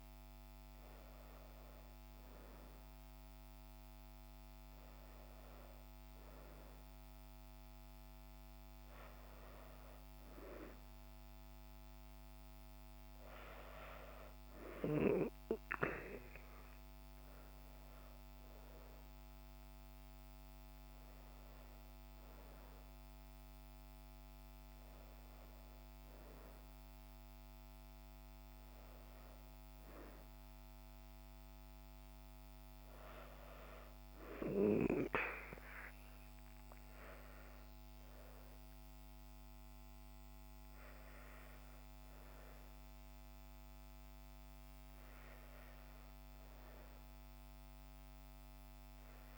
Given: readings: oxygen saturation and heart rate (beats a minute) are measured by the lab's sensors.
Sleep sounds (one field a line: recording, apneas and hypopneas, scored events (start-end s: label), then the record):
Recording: breathing in sleep by a microphone on the trachea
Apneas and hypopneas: none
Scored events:
none scored
From the record:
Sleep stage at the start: N2 (light sleep)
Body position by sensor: on the back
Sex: female